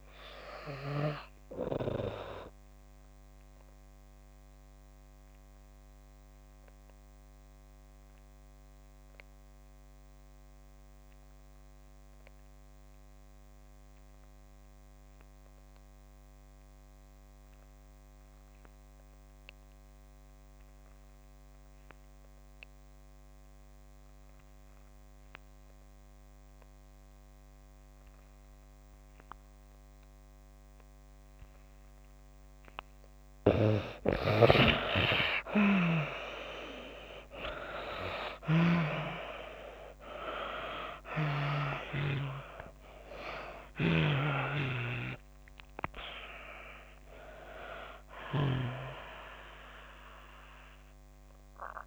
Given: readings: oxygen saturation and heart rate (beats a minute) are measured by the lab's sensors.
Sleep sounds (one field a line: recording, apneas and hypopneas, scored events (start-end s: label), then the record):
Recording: breathing in sleep by a microphone on the trachea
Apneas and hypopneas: 1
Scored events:
0.00-16.50 s: oxygen desaturation (device-marked, oxygen 90% lowest)
1.50-32.00 s: obstructive apnea (oxygen 97% before, 83% lowest)
28.50-51.86 s: oxygen desaturation (device-marked, oxygen 97% before, 83% lowest)
36.00-39.50 s: arousal
From the record:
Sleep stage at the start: N2 (light sleep)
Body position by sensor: on the back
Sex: female